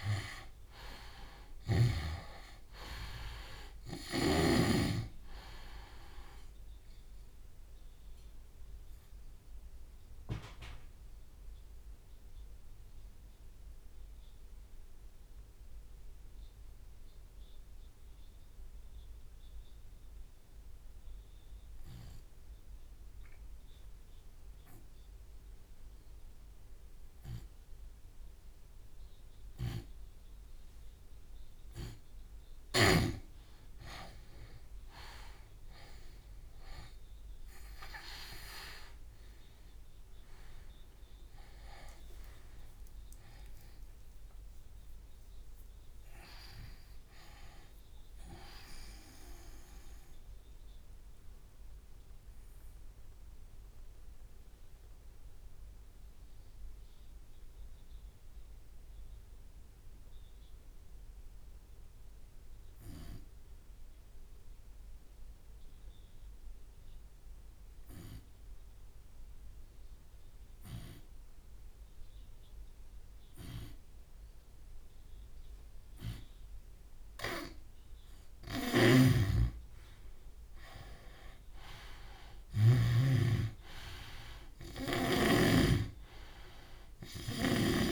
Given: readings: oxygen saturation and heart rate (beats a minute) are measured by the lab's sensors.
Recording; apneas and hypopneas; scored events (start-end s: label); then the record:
breathing in sleep by a room microphone; 2
0.00-1.00 s: oxygen desaturation (device-marked, oxygen 91% lowest, heart rate 42 extreme)
0.00-2.00 s: snoring (device-marked)
0.00-2.50 s: arousal
0.00-3.00 s: drop in pulse transit time (device-marked, heart rate 42 extreme)
4.50-6.50 s: long interval between heartbeats (device-marked, heart rate 60 before, 46 extreme)
7.00-9.00 s: long interval between heartbeats (device-marked, heart rate 57 before, 49 extreme)
10.00-31.00 s: obstructive apnea (oxygen 97% before, 86% lowest)
12.50-14.50 s: long interval between heartbeats (device-marked, heart rate 54 before, 61 extreme)
14.50-16.50 s: long interval between heartbeats (device-marked, heart rate 53 before, 75 extreme)
16.00-30.00 s: oxygen desaturation (device-marked, oxygen 95% before, 86% lowest)
17.00-19.00 s: long interval between heartbeats (device-marked, heart rate 56 before, 78 extreme)
20.00 s: drop in pulse transit time (device-marked)
20.50-22.50 s: long interval between heartbeats (device-marked, heart rate 60 before, 89 extreme)
22.50-24.50 s: long interval between heartbeats (device-marked, heart rate 64 before, 100 extreme)
23.00-30.00 s: drop in pulse transit time (device-marked, heart rate 67 before, 82 extreme)
25.00-27.00 s: long interval between heartbeats (device-marked, heart rate 71 before, 87 extreme)
27.00-32.00 s: tachycardia (device-marked, heart rate 45 before, 117 extreme)
28.00-30.00 s: long interval between heartbeats (device-marked, heart rate 77 before, 89 extreme)
29.50-33.00 s: snoring (device-marked)
30.50-32.50 s: long interval between heartbeats (device-marked, heart rate 81 before, 115 extreme)
32.00-34.00 s: drop in pulse transit time (device-marked, heart rate 87 before, 111 extreme)
32.50-34.50 s: long interval between heartbeats (device-marked, heart rate 87 before, 111 extreme)
33.00-38.00 s: arousal
36.00-38.00 s: long interval between heartbeats (device-marked, heart rate 95 before, 99 extreme)
39.00-41.00 s: long interval between heartbeats (device-marked, heart rate 95 before, 48 extreme)
41.00-43.00 s: long interval between heartbeats (device-marked, heart rate 91 before, 77 extreme)
50.00-52.00 s: long interval between heartbeats (device-marked)
50.00-76.50 s: obstructive apnea (oxygen 98% before, 91% lowest, heart rate 78 before, 45 extreme, up 33 after)
53.50-55.50 s: long interval between heartbeats (device-marked)
56.50-58.50 s: long interval between heartbeats (device-marked, heart rate 52 before, 57 extreme)
58.00-81.00 s: tachycardia (device-marked, heart rate 44 before, 148 extreme)
59.50-61.50 s: long interval between heartbeats (device-marked, heart rate 48 before, 95 extreme)
62.00-64.00 s: long interval between heartbeats (device-marked, heart rate 54 before, 112 extreme)
66.00-68.00 s: long interval between heartbeats (device-marked, heart rate 61 before, 117 extreme)
67.00-75.00 s: drop in pulse transit time (device-marked, heart rate 63 before, 114 extreme)
69.00-71.00 s: long interval between heartbeats (device-marked, heart rate 71 before, 124 extreme)
72.00-74.00 s: long interval between heartbeats (device-marked, heart rate 88 before, 125 extreme)
74.50-76.50 s: long interval between heartbeats (device-marked, heart rate 99 before, 136 extreme)
77.00-83.00 s: snoring (device-marked)
77.50-79.50 s: long interval between heartbeats (device-marked, heart rate 114 before, 140 extreme)
77.50-81.50 s: arousal
80.50-82.50 s: long interval between heartbeats (device-marked, heart rate 124 before, 127 extreme)
82.50-84.50 s: long interval between heartbeats (device-marked, heart rate 127 before, 107 extreme)
83.00-87.92 s: oxygen desaturation (device-marked, oxygen 98% before, 92% lowest)
84.50-86.50 s: long interval between heartbeats (device-marked, heart rate 126 before, 68 extreme)
From the record:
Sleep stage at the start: N2 (light sleep); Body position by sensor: on the left side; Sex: male